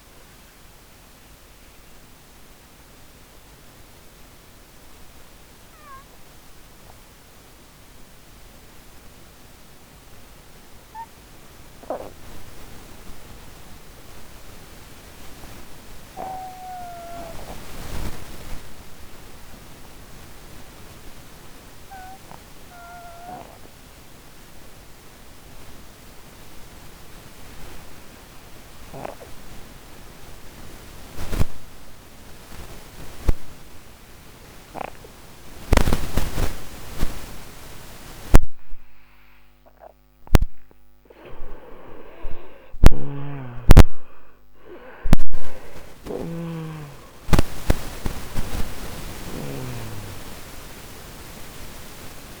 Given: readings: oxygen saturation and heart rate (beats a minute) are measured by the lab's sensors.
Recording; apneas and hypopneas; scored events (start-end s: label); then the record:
breathing in sleep by a microphone on the trachea; 1
0.00-21.50 s: oxygen desaturation (device-marked, oxygen 89% lowest, heart rate 57 extreme)
0.50-38.50 s: obstructive apnea (oxygen 98% before, 88% lowest, heart rate 79 before, 49 extreme, up 60 after)
40.50-52.40 s: oxygen desaturation (device-marked, oxygen 97% before, 88% lowest, heart rate 63 before, 49 extreme)
42.00-49.50 s: snoring (device-marked)
42.50-47.00 s: arousal
From the record:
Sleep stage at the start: N2 (light sleep); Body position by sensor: on the right side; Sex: male